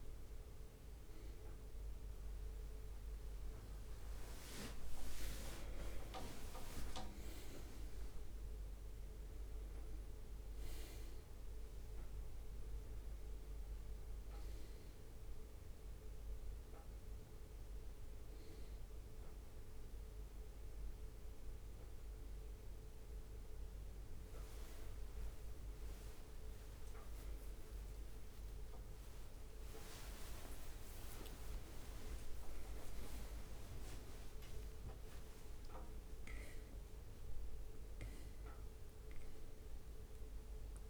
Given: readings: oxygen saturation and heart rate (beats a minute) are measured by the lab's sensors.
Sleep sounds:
a person partly awake in a sleep study, by a room microphone; none
1.50-8.00 s: leg movement (device-marked)
10.50-13.00 s: leg movement (device-marked)
25.50-29.50 s: tachycardia (device-marked, heart rate 66 before, 112 extreme)
26.00-28.00 s: long interval between heartbeats (device-marked, heart rate 70 before, 89 extreme)
26.50-29.50 s: leg movement (device-marked)
28.50-40.90 s: new sleep stage, awake
29.50-31.50 s: long interval between heartbeats (device-marked, heart rate 76 before, 119 extreme)
29.50-35.00 s: leg movement (device-marked)
From the record:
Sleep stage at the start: N1 (lightest sleep); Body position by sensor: on the back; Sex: male

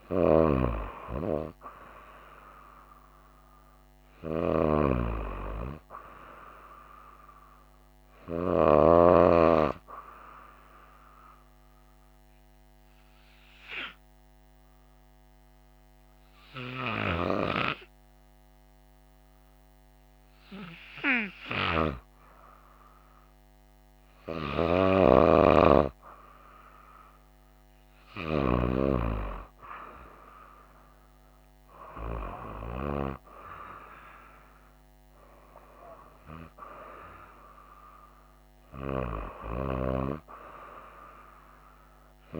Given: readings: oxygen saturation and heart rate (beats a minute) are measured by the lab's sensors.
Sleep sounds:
breathing in sleep by a microphone on the trachea; 1
11.50-23.50 s: obstructive apnea (oxygen 95% before, 93% lowest, heart rate 64 before, 62 extreme, up 1 after)
28.50-32.50 s: arousal
From the record:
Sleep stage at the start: N2 (light sleep); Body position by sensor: on the right side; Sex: female

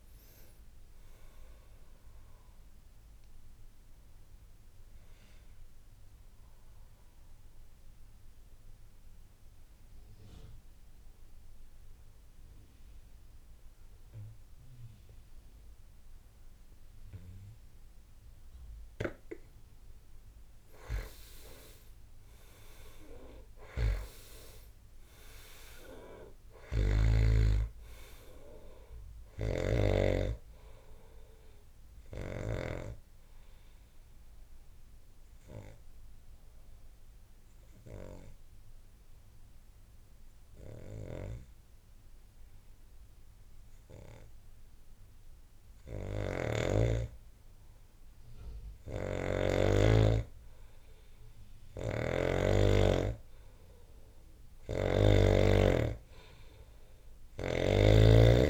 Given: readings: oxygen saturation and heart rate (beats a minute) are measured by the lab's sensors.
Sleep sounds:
breathing in sleep by a room microphone; 2
0.00-6.00 s: oxygen desaturation (device-marked, oxygen 92% lowest, heart rate 55 extreme)
5.50-19.50 s: obstructive apnea (oxygen 99% before, 87% lowest, heart rate 82 before, 55 extreme, up 13 after)
21.50-25.00 s: arousal
26.00-46.00 s: oxygen desaturation (device-marked, oxygen 99% before, 88% lowest, heart rate 61 before, 57 extreme)
29.00-32.50 s: snoring (device-marked)
33.00-46.00 s: obstructive apnea (oxygen 99% before, 87% lowest, heart rate 64 before, 58 extreme, up 12 after)
46.00-49.50 s: snoring (device-marked)
49.50-52.50 s: arousal
51.50-55.00 s: snoring (device-marked)
From the record:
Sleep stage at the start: N2 (light sleep); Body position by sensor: on the back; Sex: male

